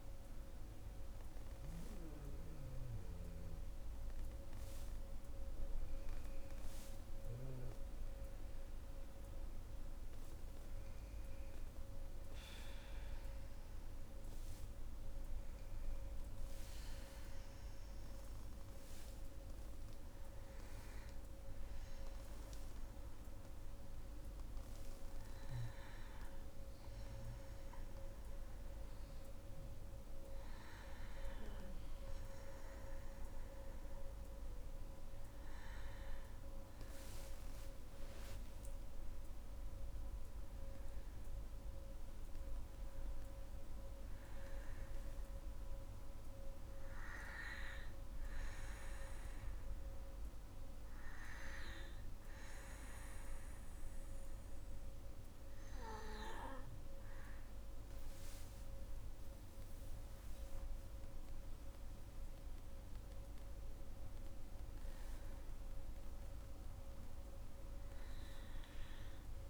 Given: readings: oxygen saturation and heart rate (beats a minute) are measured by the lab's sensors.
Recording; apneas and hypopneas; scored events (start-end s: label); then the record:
breathing in sleep, hard to hear, by a room microphone; 2
20.00-32.50 s: hypopnea (oxygen 98% before, 93% lowest, heart rate 64 before, 61 extreme, up 5 after)
36.00-40.00 s: arousal
43.00-57.00 s: obstructive apnea (oxygen 97% before, 91% lowest, heart rate 69 before, 60 extreme, up 10 after)
57.50-62.00 s: arousal
From the record:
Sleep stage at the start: N2 (light sleep); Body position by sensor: on the back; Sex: female